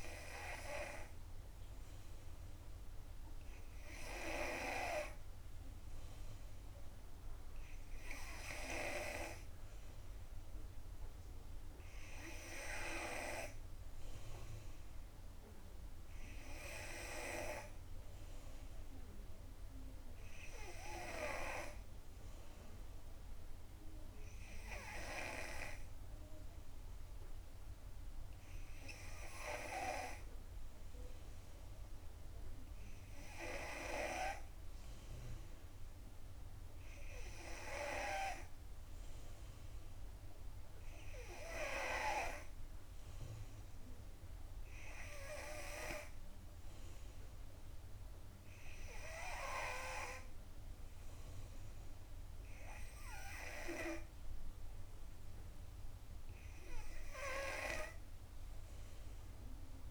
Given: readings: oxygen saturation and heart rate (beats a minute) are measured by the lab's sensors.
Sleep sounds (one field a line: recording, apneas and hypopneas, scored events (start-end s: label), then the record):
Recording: breathing in sleep by a room microphone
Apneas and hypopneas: none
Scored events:
none scored
From the record:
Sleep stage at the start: N2 (light sleep)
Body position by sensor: on the back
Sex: female